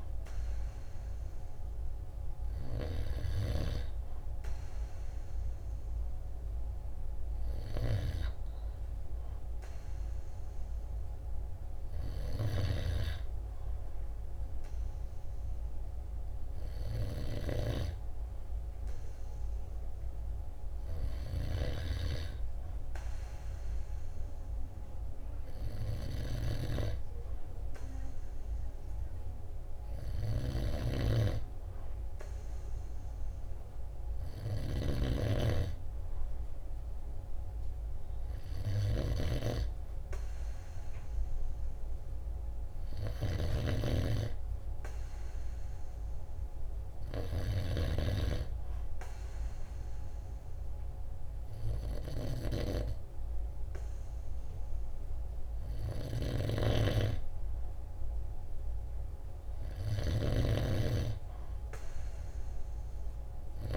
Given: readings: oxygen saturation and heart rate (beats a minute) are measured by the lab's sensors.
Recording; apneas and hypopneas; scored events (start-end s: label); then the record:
breathing in sleep by a room microphone; none
none scored
From the record:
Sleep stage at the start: N2 (light sleep); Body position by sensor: on the right side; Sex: male